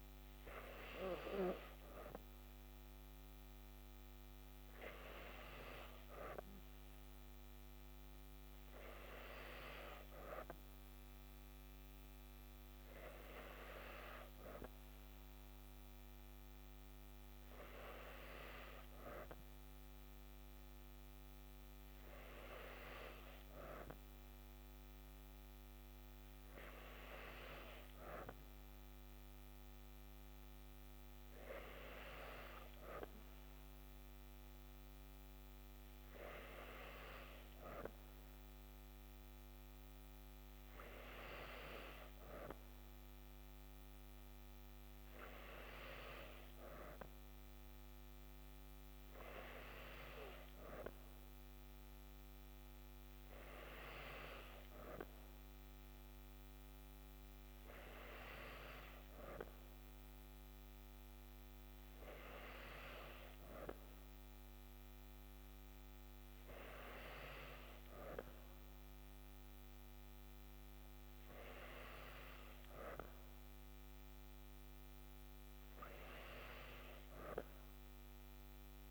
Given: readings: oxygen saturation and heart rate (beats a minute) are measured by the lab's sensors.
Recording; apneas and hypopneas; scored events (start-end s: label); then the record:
breathing in sleep by a microphone on the trachea; none
none scored
From the record:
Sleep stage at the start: N2 (light sleep); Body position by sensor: on the back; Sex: female